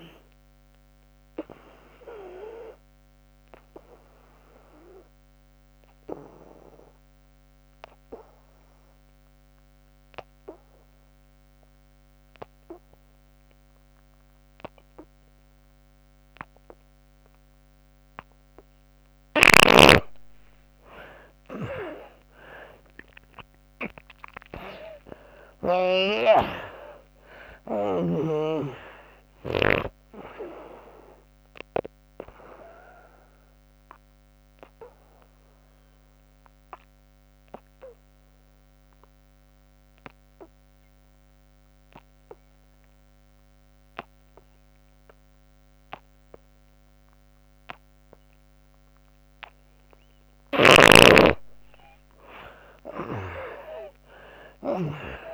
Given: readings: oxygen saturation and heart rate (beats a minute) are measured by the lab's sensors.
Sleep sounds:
breathing in sleep by a microphone on the trachea; 2
0.00-15.00 s: oxygen desaturation (device-marked, oxygen 77% lowest, heart rate 65 extreme)
2.50-19.00 s: obstructive apnea (oxygen 98% before, 76% lowest, heart rate 78 before, 64 extreme, up 22 after)
17.00-43.00 s: oxygen desaturation (device-marked, oxygen 99% before, 76% lowest, heart rate 81 before, 63 extreme)
22.50-28.00 s: arousal
33.00-49.50 s: obstructive apnea (oxygen 99% before, 76% lowest, heart rate 78 before, 63 extreme, up 21 after)
50.00-55.33 s: snoring (device-marked)
53.50-55.33 s: arousal
From the record:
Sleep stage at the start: N2 (light sleep); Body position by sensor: on the back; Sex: female

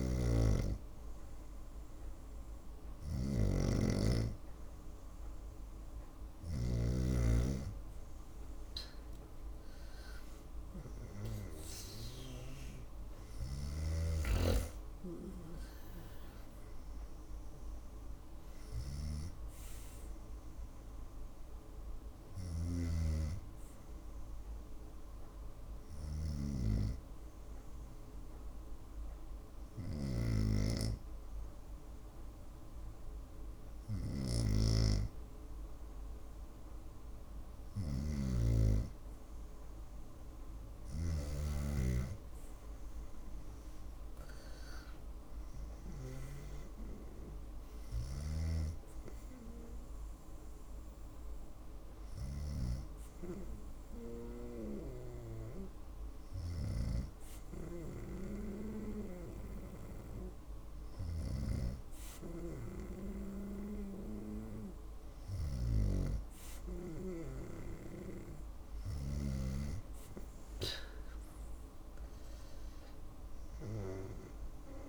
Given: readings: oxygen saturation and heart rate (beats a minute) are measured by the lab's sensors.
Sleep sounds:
breathing in sleep by a room microphone; none
0.00-6.50 s: snoring (device-marked)
22.00-26.00 s: snoring (device-marked)
37.00-40.50 s: snoring (device-marked)
From the record:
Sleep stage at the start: N2 (light sleep); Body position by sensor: on the right side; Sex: female

